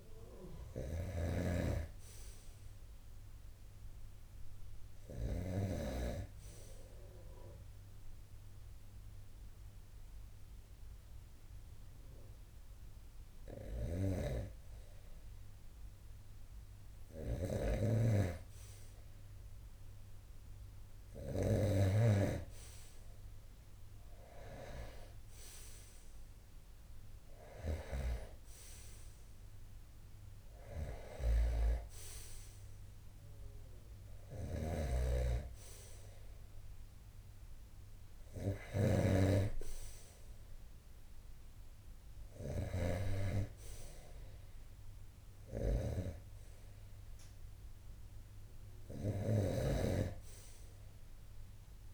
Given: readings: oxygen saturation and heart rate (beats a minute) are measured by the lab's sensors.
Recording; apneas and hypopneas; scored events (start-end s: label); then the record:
a person partly awake in a sleep study, by a room microphone; 1
0.00-4.50 s: snoring (device-marked)
6.00-17.50 s: hypopnea (oxygen 94% before, 90% lowest)
12.50-20.50 s: snoring (device-marked)
33.50-51.94 s: snoring (device-marked)
36.00-51.94 s: new sleep stage, awake
From the record:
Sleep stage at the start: N2 (light sleep); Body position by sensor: on the right side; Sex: male